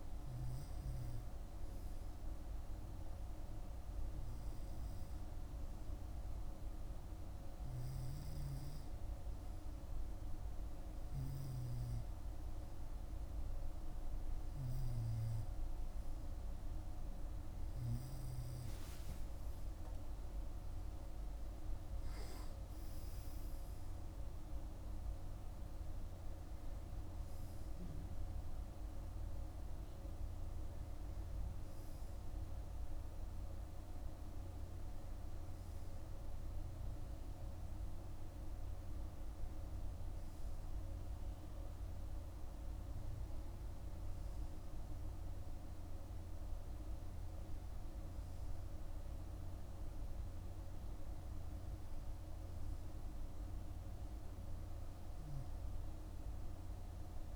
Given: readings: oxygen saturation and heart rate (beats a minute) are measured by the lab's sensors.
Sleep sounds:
breathing in sleep, hard to hear, by a room microphone; none
20.00-24.50 s: arousal
From the record:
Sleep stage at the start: N2 (light sleep); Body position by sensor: on the right side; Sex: male

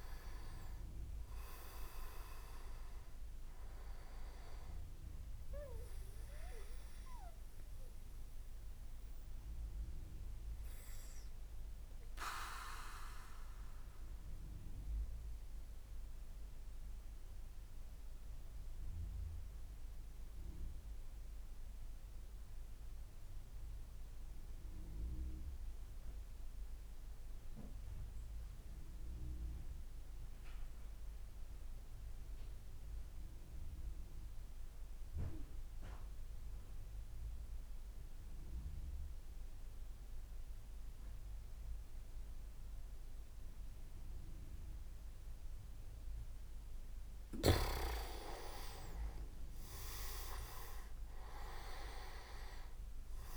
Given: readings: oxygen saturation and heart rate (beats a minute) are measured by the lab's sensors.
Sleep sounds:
breathing in sleep by a room microphone; 1
6.50-45.50 s: obstructive apnea (oxygen 99% before, 93% lowest)
43.50-53.37 s: oxygen desaturation (device-marked, oxygen 98% before, 93% lowest)
47.50-50.50 s: arousal
48.00-49.50 s: leg movement (device-marked)
From the record:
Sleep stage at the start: N2 (light sleep); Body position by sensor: on the back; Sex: male

